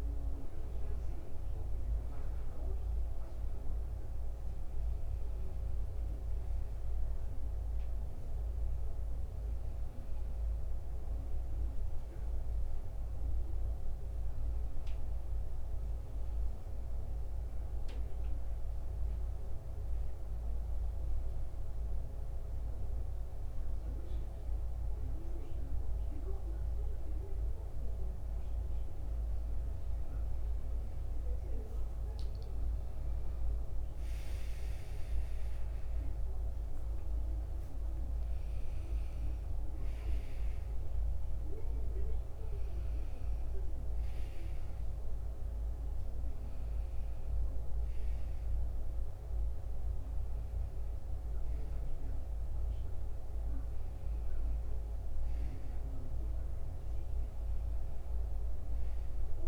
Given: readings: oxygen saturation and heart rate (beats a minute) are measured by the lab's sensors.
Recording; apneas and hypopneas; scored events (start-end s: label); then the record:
breathing in sleep, hard to hear, by a room microphone; 1
10.50-14.00 s: arousal
20.00-30.00 s: central apnea (oxygen 94% before, 90% lowest, heart rate 84 before, 74 extreme, up 14 after)
31.00-35.50 s: arousal
41.50-59.48 s: oxygen desaturation (device-marked, oxygen 93% before, 90% lowest, heart rate 80 before, 72 extreme)
From the record:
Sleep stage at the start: N2 (light sleep); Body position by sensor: on the back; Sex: male